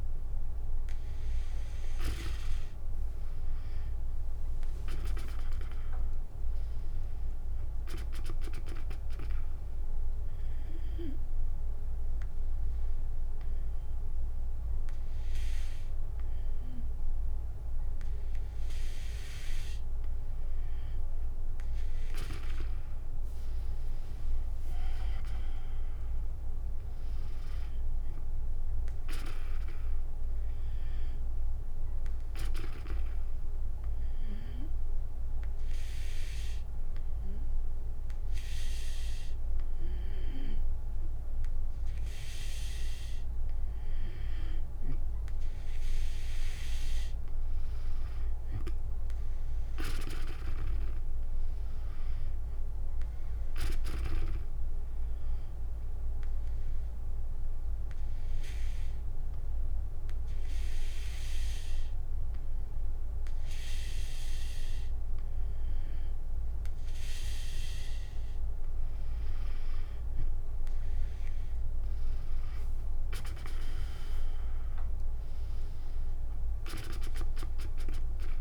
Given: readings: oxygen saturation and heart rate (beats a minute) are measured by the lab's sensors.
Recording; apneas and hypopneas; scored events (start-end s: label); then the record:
breathing in sleep by a room microphone; 3
1.00-13.00 s: drop in pulse transit time (device-marked, heart rate 67 before, 66 extreme)
3.50-8.00 s: arousal
9.50-20.50 s: obstructive apnea (oxygen 96% before, 93% lowest, heart rate 76 before, 60 extreme, up 14 after)
25.00-35.00 s: drop in pulse transit time (device-marked, heart rate 72 before, 62 extreme)
26.50-30.50 s: arousal
34.00-44.00 s: obstructive apnea (oxygen 96% before, 93% lowest, heart rate 66 before, 64 extreme, up 4 after)
46.00-50.00 s: arousal
51.00-64.00 s: oxygen desaturation (device-marked, oxygen 97% before, 93% lowest, heart rate 64 before, 57 extreme)
53.00-61.00 s: drop in pulse transit time (device-marked, heart rate 65 before, 68 extreme)
54.50-66.50 s: obstructive apnea (oxygen 97% before, 93% lowest, heart rate 65 before, 57 extreme, up 10 after)
68.50-71.50 s: arousal
72.00-78.41 s: drop in pulse transit time (device-marked, heart rate 68 before, 60 extreme)
74.00-78.41 s: oxygen desaturation (device-marked, oxygen 96% before, 93% lowest, heart rate 69 before, 57 extreme)
From the record:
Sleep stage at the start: N2 (light sleep); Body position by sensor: on the back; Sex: female